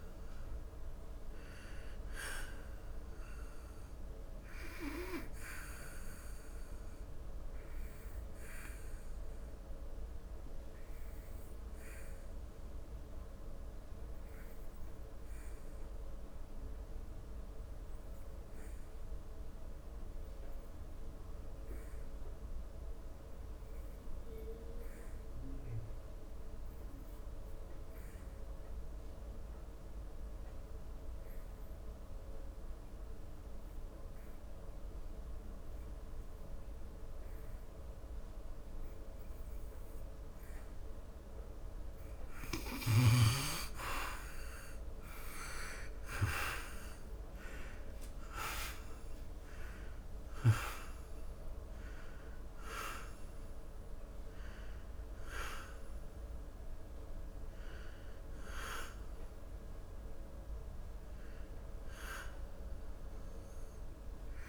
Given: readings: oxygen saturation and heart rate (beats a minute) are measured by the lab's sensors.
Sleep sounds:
breathing in sleep by a room microphone; 1
0.00-22.00 s: oxygen desaturation (device-marked, oxygen 84% lowest, heart rate 61 extreme)
5.50-42.00 s: obstructive apnea (oxygen 97% before, 76% lowest, heart rate 80 before, 61 extreme, up 19 after)
27.00-64.48 s: oxygen desaturation (device-marked, oxygen 99% before, 76% lowest, heart rate 75 before, 61 extreme)
44.00-47.50 s: arousal
From the record:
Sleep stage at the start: N2 (light sleep); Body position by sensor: on the back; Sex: male

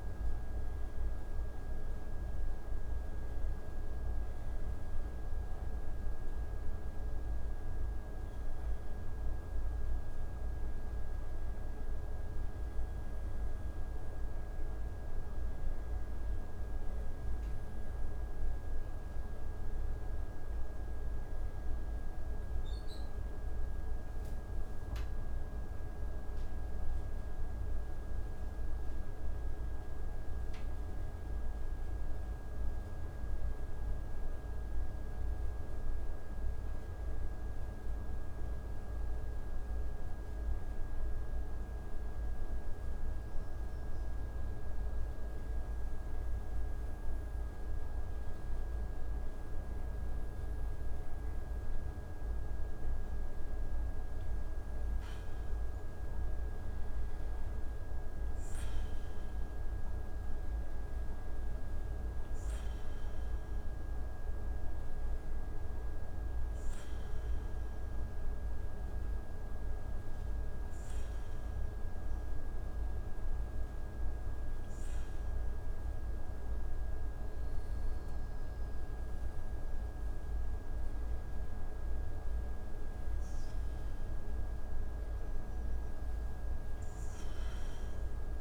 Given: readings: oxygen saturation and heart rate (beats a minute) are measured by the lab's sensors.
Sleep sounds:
breathing in sleep, hard to hear, by a room microphone; 2
34.00-37.50 s: arousal
41.00-53.50 s: hypopnea (oxygen 93% before, 91% lowest)
56.00-61.00 s: arousal
69.00-80.00 s: obstructive apnea (oxygen 93% before, 89% lowest)
81.00-85.00 s: arousal
From the record:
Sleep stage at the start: N1 (lightest sleep); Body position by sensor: on the back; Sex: male

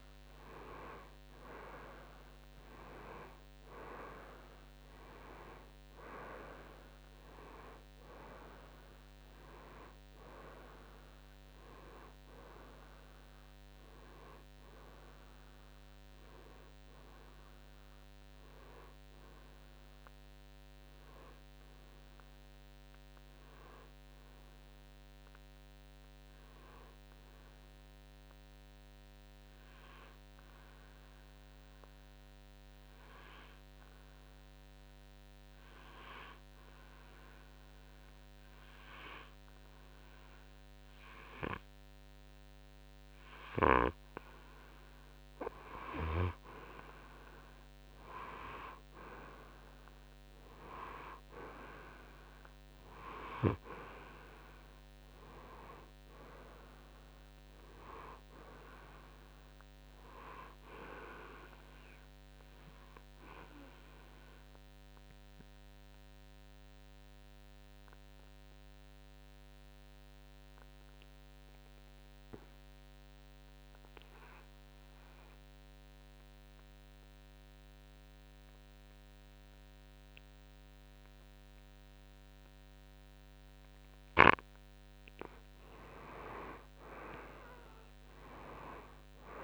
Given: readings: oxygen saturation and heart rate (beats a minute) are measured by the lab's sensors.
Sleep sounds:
breathing in sleep by a microphone on the trachea; 2
0.00-2.50 s: arousal
18.50-36.50 s: oxygen desaturation (device-marked, oxygen 92% before, 88% lowest, heart rate 68 before, 57 extreme)
27.00-46.00 s: obstructive apnea (oxygen 94% before, 88% lowest, heart rate 66 before, 57 extreme, up 9 after)
48.50-52.00 s: arousal
51.50-81.50 s: oxygen desaturation (device-marked, oxygen 97% before, 90% lowest, heart rate 61 before, 60 extreme)
64.00-84.50 s: obstructive apnea (oxygen 97% before, 88% lowest, heart rate 66 before, 60 extreme, up 9 after)
86.00-89.44 s: arousal
From the record:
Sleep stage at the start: N2 (light sleep); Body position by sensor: on the right side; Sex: male

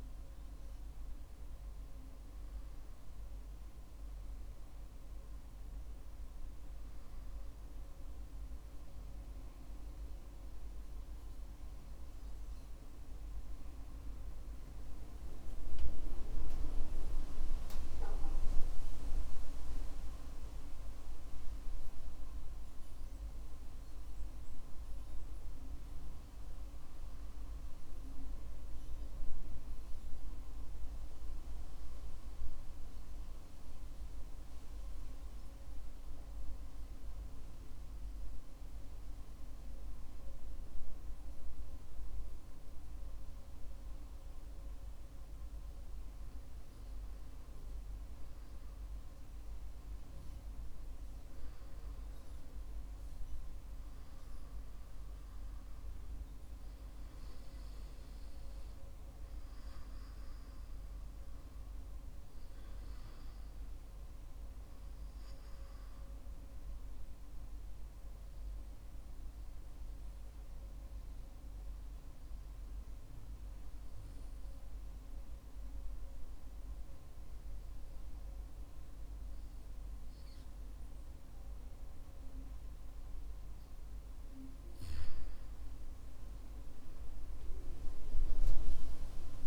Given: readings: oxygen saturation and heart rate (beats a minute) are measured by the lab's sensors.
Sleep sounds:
breathing in sleep by a room microphone; 2
18.50-23.00 s: arousal
30.50-43.50 s: obstructive apnea (oxygen 96% before, 94% lowest, heart rate 55 before, 51 extreme, up 8 after)
48.00-52.00 s: arousal
70.00-83.50 s: obstructive apnea (oxygen 96% before, 94% lowest, heart rate 58 before, 55 extreme, up 5 after)
From the record:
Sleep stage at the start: N2 (light sleep); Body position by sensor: on the back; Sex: male

